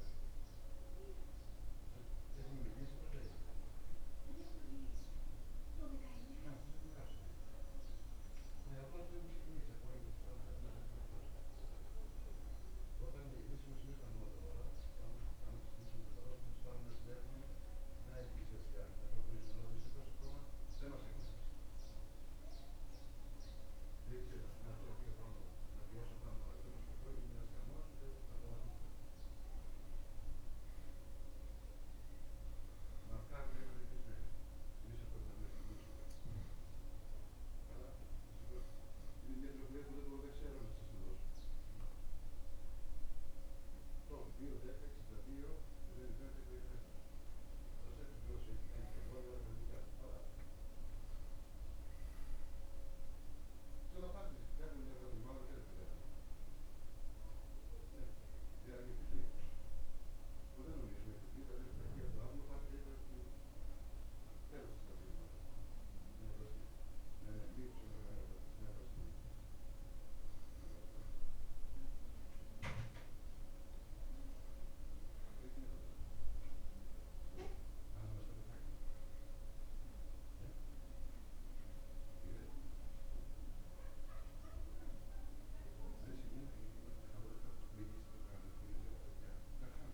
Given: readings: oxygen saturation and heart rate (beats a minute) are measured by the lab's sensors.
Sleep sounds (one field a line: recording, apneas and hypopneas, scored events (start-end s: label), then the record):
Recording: breathing in sleep by a room microphone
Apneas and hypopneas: 2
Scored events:
34.50-44.50 s: hypopnea (oxygen 95% before, 92% lowest, heart rate 73 before, 83 extreme, up 23 after)
47.00-51.00 s: arousal
61.50-72.50 s: hypopnea (oxygen 95% before, 92% lowest, heart rate 93 before, 61 extreme, up 9 after)
73.50-77.00 s: arousal
From the record:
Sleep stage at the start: N2 (light sleep)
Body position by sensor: on the back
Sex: male